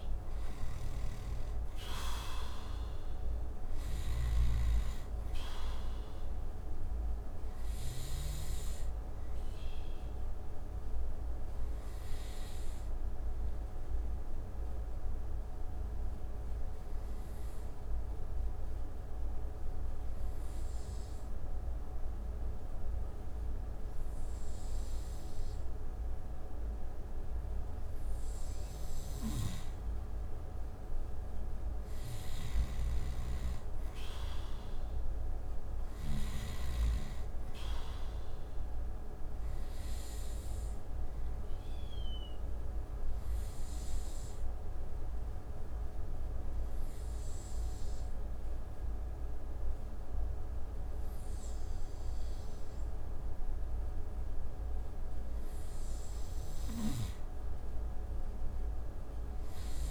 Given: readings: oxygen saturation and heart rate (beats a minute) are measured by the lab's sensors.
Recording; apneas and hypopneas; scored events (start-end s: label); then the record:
breathing in sleep, hard to hear, by a room microphone; 2
0.00-3.50 s: snoring (device-marked)
0.00-23.00 s: oxygen desaturation (device-marked, oxygen 88% lowest)
8.00-25.00 s: hypopnea (oxygen 95% before, 88% lowest)
28.50-35.50 s: snoring (device-marked)
29.50-33.50 s: arousal
36.00-54.00 s: oxygen desaturation (device-marked, oxygen 95% before, 89% lowest)
41.00-55.00 s: obstructive apnea (oxygen 95% before, 89% lowest)
56.00-59.91 s: snoring (device-marked)
58.00-59.91 s: arousal
From the record:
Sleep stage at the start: N2 (light sleep); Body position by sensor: on the right side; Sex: male